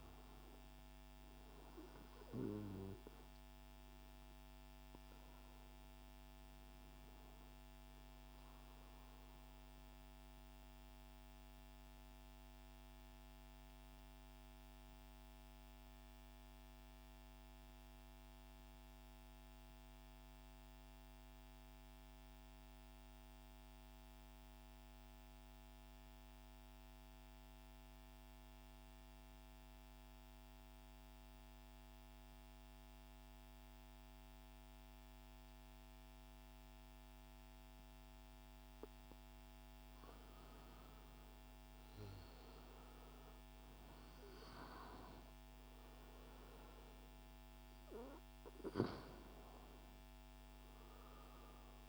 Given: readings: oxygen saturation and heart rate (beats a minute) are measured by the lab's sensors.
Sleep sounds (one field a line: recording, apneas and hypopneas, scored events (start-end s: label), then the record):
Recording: breathing in sleep, hard to hear, by a microphone on the trachea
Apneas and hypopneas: 1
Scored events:
0.00-12.00 s: oxygen desaturation (device-marked, oxygen 89% lowest, heart rate 146 extreme)
10.50-38.50 s: mixed apnea (oxygen 96% before, 93% lowest, heart rate 175 before, 135 extreme, up 60 after)
33.00-51.89 s: oxygen desaturation (device-marked, oxygen 99% before, 93% lowest, heart rate 176 before, 106 extreme)
40.00-44.00 s: arousal
From the record:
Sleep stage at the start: N2 (light sleep)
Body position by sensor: on the right side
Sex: male